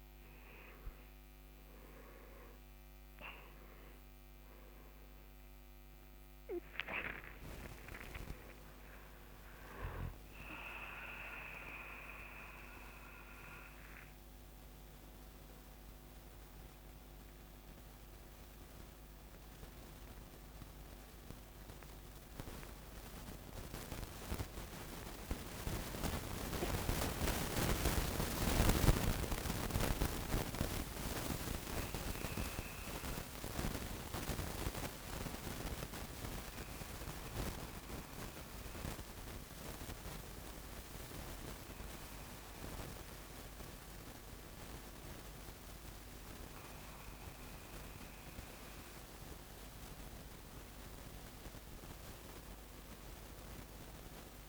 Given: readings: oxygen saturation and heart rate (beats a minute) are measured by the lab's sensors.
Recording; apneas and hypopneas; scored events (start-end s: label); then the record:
a person partly awake in a sleep study, by a microphone on the trachea; none
9.50-54.49 s: new sleep stage, N2 (light sleep)
From the record:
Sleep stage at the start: awake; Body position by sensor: on the back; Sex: male